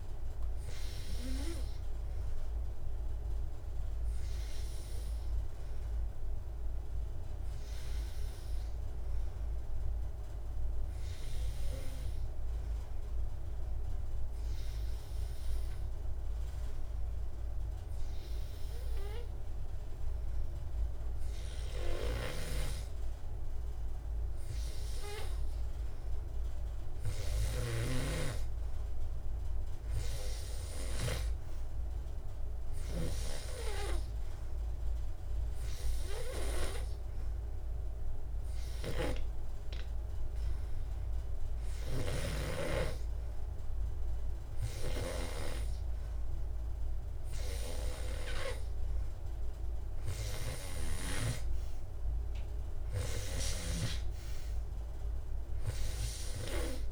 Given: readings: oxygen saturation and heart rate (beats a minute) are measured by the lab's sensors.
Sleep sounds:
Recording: breathing in sleep by a room microphone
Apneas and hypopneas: 2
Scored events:
0.00-16.50 s: oxygen desaturation (device-marked, oxygen 92% lowest, heart rate 69 extreme)
7.00-24.00 s: obstructive apnea (oxygen 98% before, 92% lowest, heart rate 75 before, 69 extreme, up 12 after)
26.00-29.50 s: arousal
30.50-44.50 s: oxygen desaturation (device-marked, oxygen 98% before, 93% lowest, heart rate 74 before, 72 extreme)
35.50-49.00 s: hypopnea (oxygen 98% before, 92% lowest, heart rate 74 before, 74 extreme, up 4 after)
51.50-55.50 s: arousal
From the record:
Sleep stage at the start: N2 (light sleep)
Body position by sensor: on the back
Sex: male

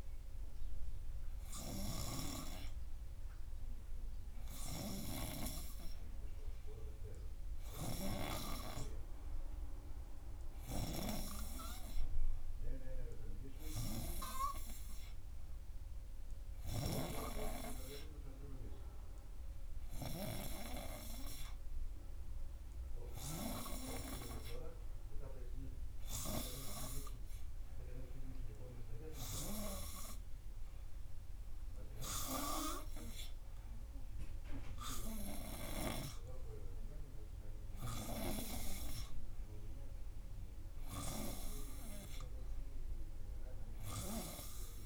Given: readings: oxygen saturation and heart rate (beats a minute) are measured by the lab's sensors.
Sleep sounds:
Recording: breathing in sleep by a room microphone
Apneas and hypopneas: none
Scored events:
none scored
From the record:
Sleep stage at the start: N2 (light sleep)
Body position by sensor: on the front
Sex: male

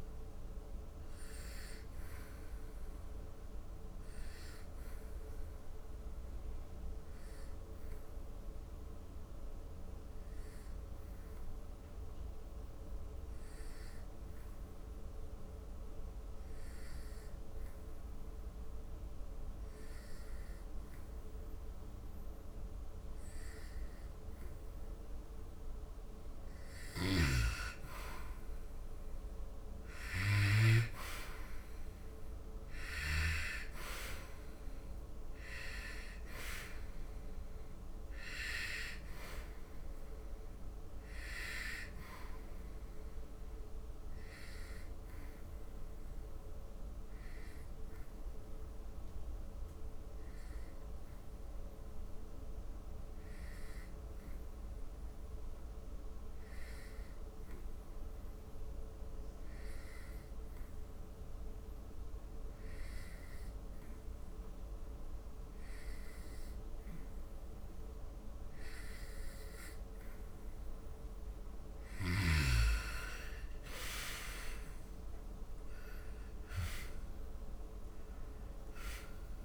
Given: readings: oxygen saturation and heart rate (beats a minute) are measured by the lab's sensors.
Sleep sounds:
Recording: breathing in sleep by a room microphone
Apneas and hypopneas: 2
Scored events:
0.00-12.00 s: oxygen desaturation (device-marked, oxygen 85% lowest, heart rate 67 extreme)
3.00-24.00 s: obstructive apnea (oxygen 98% before, 85% lowest, heart rate 75 before, 69 extreme, up 2 after)
26.00-51.00 s: oxygen desaturation (device-marked, oxygen 98% before, 87% lowest, heart rate 72 before, 68 extreme)
27.50-31.50 s: arousal
43.00-71.00 s: obstructive apnea (oxygen 98% before, 86% lowest, heart rate 74 before, 68 extreme, up 10 after)
64.00-79.45 s: oxygen desaturation (device-marked, oxygen 97% before, 86% lowest, heart rate 75 before, 68 extreme)
72.50-78.00 s: arousal
From the record:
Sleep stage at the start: N2 (light sleep)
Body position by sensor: on the back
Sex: male

